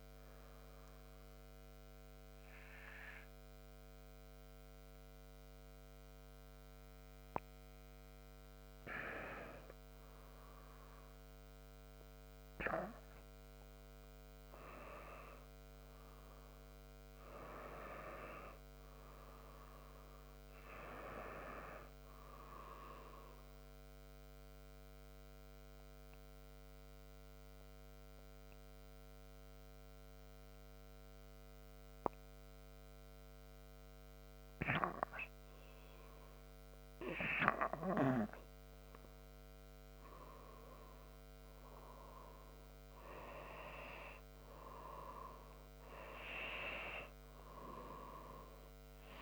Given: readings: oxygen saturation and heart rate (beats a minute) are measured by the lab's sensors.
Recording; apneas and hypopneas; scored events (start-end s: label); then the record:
breathing in sleep by a microphone on the trachea; 2
0.50-10.50 s: obstructive apnea (oxygen 97% before, 94% lowest, heart rate 81 before, 72 extreme, up 0 after)
15.00-19.00 s: arousal
23.50-36.00 s: obstructive apnea (oxygen 97% before, 94% lowest, heart rate 75 before, 72 extreme, up 0 after)
38.00-41.50 s: arousal
From the record:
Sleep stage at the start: N2 (light sleep); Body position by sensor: on the right side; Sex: male